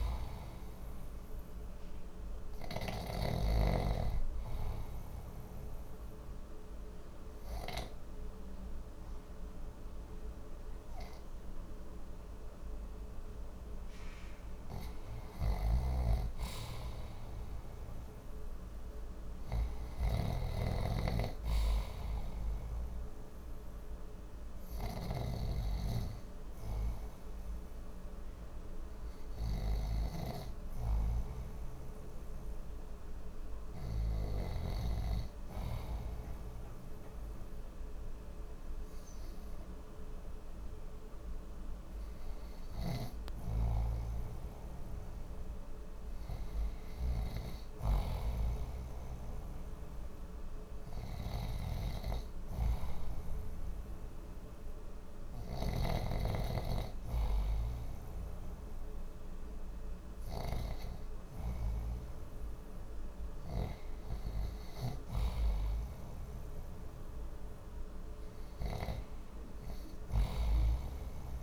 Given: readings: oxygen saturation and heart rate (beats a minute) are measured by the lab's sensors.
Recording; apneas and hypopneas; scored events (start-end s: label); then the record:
breathing in sleep by a room microphone; 2
0.00-3.50 s: snoring (device-marked)
4.00-14.50 s: obstructive apnea (oxygen 92% before, 87% lowest, heart rate 63 before, 60 extreme, up 0 after)
9.00-20.00 s: oxygen desaturation (device-marked, oxygen 92% before, 87% lowest, heart rate 64 before, 60 extreme)
20.00-24.50 s: arousal
27.00-43.00 s: hypopnea (oxygen 92% before, 87% lowest, heart rate 63 before, 60 extreme, up 3 after)
32.00-52.00 s: oxygen desaturation (device-marked, oxygen 92% before, 87% lowest, heart rate 63 before, 60 extreme)
46.50-51.50 s: arousal
65.00-71.43 s: oxygen desaturation (device-marked, oxygen 93% before, 89% lowest, heart rate 64 before, 63 extreme)
From the record:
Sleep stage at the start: REM sleep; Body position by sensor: on the left side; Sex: male